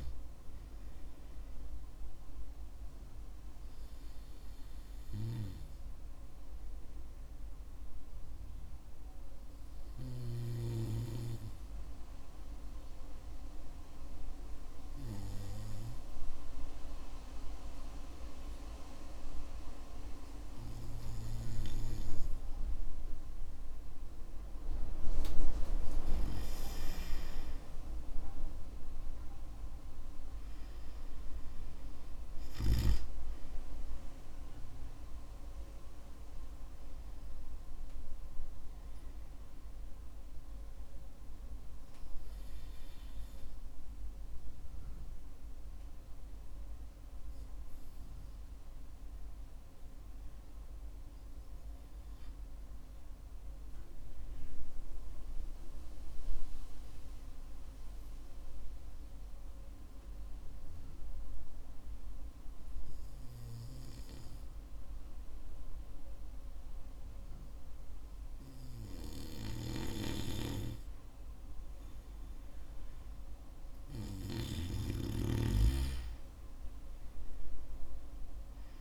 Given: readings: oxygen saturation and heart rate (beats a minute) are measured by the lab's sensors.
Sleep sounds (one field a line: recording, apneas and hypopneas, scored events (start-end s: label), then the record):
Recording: breathing in sleep by a room microphone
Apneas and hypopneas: 2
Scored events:
7.00-24.50 s: hypopnea (oxygen 96% before, 93% lowest, heart rate 59 before, 48 extreme, up 8 after)
26.00-29.00 s: arousal
44.50-72.00 s: hypopnea (oxygen 96% before, 93% lowest, heart rate 57 before, 48 extreme, up 7 after)
75.50-78.81 s: arousal
From the record:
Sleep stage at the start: N2 (light sleep)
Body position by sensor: on the back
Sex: male